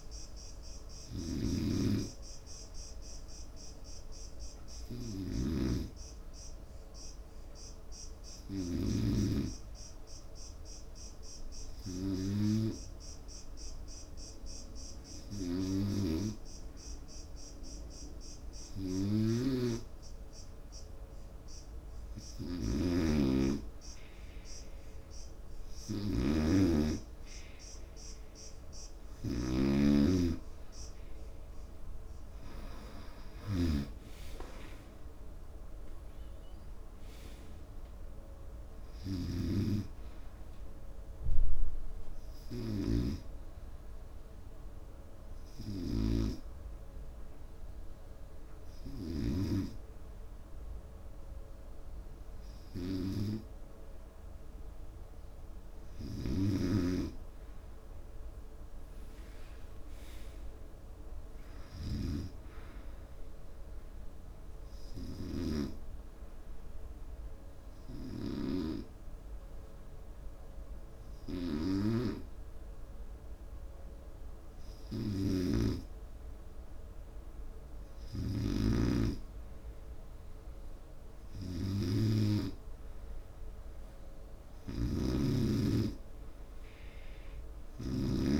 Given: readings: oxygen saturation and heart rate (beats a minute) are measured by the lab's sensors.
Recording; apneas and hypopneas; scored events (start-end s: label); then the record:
breathing in sleep by a room microphone; 3
4.00-24.00 s: obstructive apnea (oxygen 95% before, 90% lowest, heart rate 73 before, 68 extreme, up 2 after)
4.50-17.50 s: oxygen desaturation (device-marked, oxygen 94% before, 90% lowest, heart rate 73 before, 68 extreme)
23.00-30.50 s: snoring (device-marked)
27.50-33.50 s: arousal
44.00-58.50 s: obstructive apnea (oxygen 94% before, 90% lowest, heart rate 73 before, 66 extreme, up 5 after)
59.50-62.50 s: arousal
64.50-78.50 s: obstructive apnea (oxygen 93% before, 90% lowest, heart rate 73 before, 66 extreme, up 5 after)
81.00-84.50 s: arousal
85.50-88.40 s: snoring (device-marked)
From the record:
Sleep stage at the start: N2 (light sleep); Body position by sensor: on the right side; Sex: male